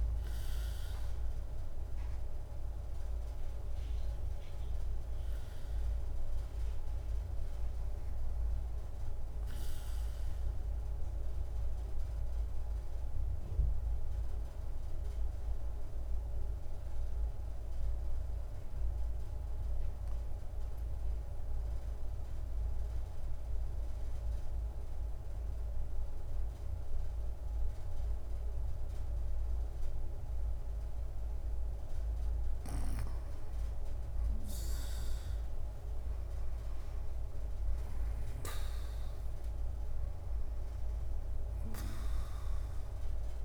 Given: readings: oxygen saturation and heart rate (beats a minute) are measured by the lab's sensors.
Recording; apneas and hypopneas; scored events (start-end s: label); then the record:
breathing in sleep, hard to hear, by a room microphone; 1
10.50-33.00 s: obstructive apnea (oxygen 98% before, 95% lowest, heart rate 57 before, 52 extreme, up 18 after)
17.00-26.00 s: drop in pulse transit time (device-marked, heart rate 57 before, 53 extreme)
35.00-37.00 s: leg movement (device-marked)
36.00-40.50 s: arousal
36.00-43.45 s: drop in pulse transit time (device-marked, heart rate 55 before, 64 extreme)
From the record:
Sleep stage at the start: N2 (light sleep); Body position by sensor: on the back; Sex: female